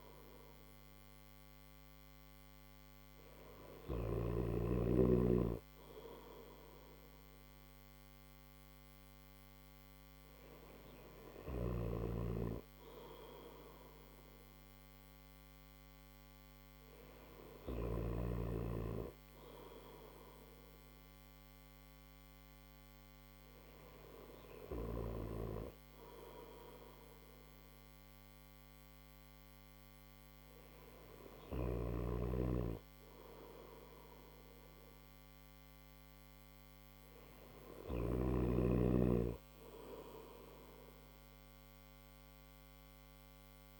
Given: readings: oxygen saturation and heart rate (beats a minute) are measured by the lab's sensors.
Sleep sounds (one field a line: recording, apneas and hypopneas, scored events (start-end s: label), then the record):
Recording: breathing in sleep by a microphone on the trachea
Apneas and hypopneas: none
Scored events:
none scored
From the record:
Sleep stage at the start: N1 (lightest sleep)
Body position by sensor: on the right side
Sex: male